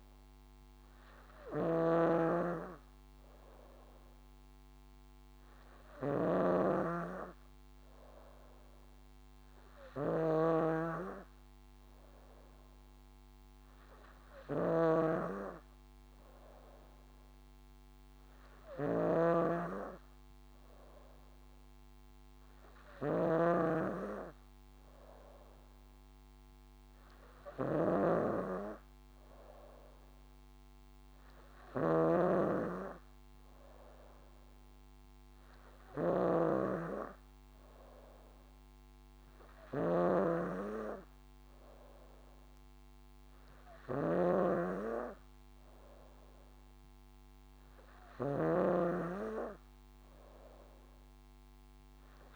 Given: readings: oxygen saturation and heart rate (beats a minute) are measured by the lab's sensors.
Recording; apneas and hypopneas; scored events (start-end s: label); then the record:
breathing in sleep by a microphone on the trachea; none
0.00-52.36 s: snoring (device-marked)
From the record:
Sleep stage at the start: N3 (deep sleep); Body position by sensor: on the back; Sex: female